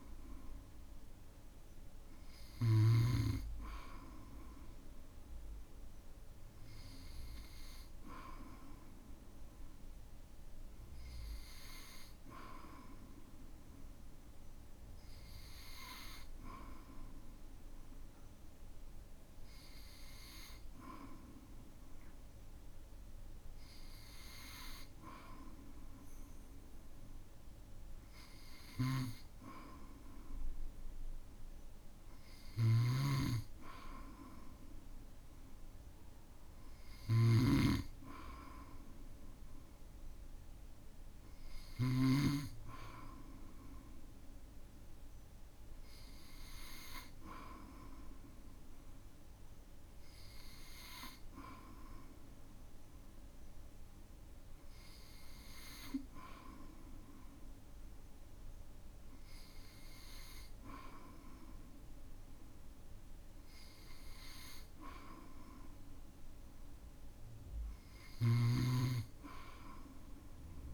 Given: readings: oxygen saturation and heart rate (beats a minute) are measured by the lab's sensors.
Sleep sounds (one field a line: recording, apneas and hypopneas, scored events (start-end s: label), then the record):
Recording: breathing in sleep by a room microphone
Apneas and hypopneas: none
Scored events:
0.00-3.00 s: snoring (device-marked)
28.50-42.00 s: snoring (device-marked)
From the record:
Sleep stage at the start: N2 (light sleep)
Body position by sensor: on the back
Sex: male